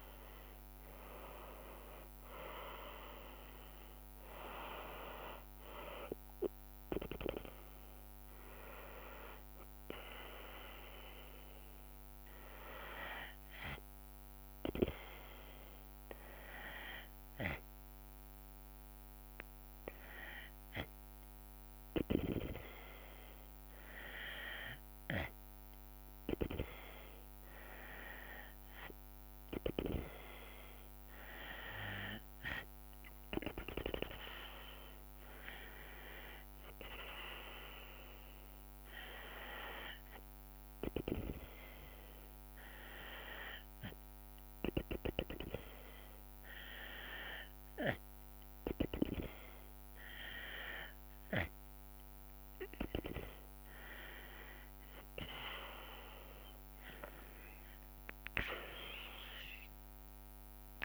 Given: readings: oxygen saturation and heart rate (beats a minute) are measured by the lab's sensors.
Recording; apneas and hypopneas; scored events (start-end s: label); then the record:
breathing in sleep by a microphone on the trachea; none
0.00-8.50 s: drop in pulse transit time (device-marked, heart rate 73 extreme)
0.00-13.50 s: oxygen desaturation (device-marked, oxygen 93% lowest, heart rate 68 extreme)
55.50-60.85 s: drop in pulse transit time (device-marked, heart rate 73 before, 73 extreme)
58.50-60.85 s: arousal
From the record:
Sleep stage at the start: N2 (light sleep); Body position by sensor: on the right side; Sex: female